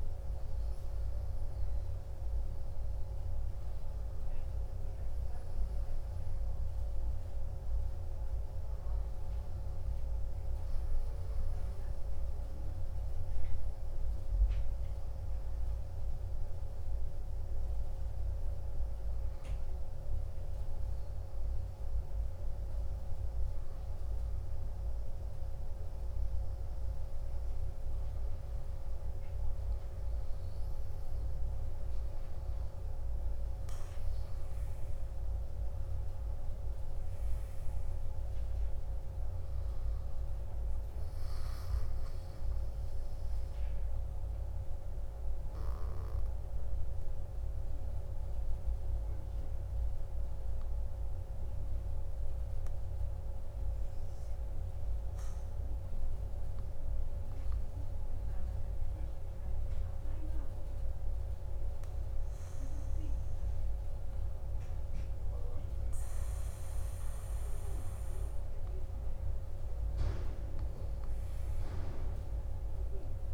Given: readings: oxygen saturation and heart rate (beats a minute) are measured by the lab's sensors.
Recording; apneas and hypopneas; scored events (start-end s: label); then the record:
breathing in sleep, hard to hear, by a room microphone; 2
11.00-26.00 s: hypopnea (oxygen 99% before, 97% lowest, heart rate 55 before, 52 extreme, up 2 after)
35.00-39.50 s: arousal
46.00-58.50 s: obstructive apnea (oxygen 99% before, 96% lowest, heart rate 55 before, 52 extreme, up 3 after)
From the record:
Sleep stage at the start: N1 (lightest sleep); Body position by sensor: on the back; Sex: male